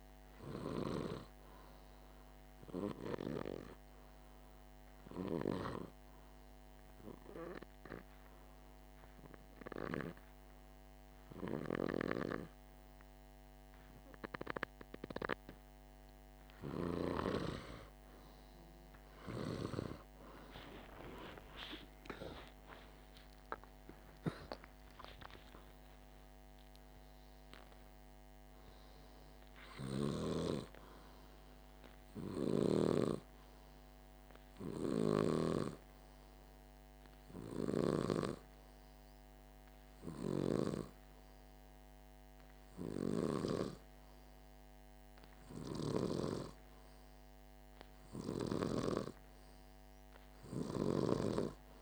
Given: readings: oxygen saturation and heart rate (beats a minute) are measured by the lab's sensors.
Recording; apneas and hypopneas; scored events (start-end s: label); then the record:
breathing in sleep by a microphone on the trachea; 2
0.00-10.50 s: oxygen desaturation (device-marked, oxygen 95% lowest, heart rate 51 extreme)
3.00-16.00 s: hypopnea (oxygen 100% before, 95% lowest, heart rate 51 before, 47 extreme, up 0 after)
20.00-25.00 s: arousal
33.50-46.00 s: hypopnea (oxygen 99% before, 96% lowest, heart rate 52 before, 43 extreme, up 8 after)
48.50-51.82 s: arousal
From the record:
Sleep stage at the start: N2 (light sleep); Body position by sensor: on the back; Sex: male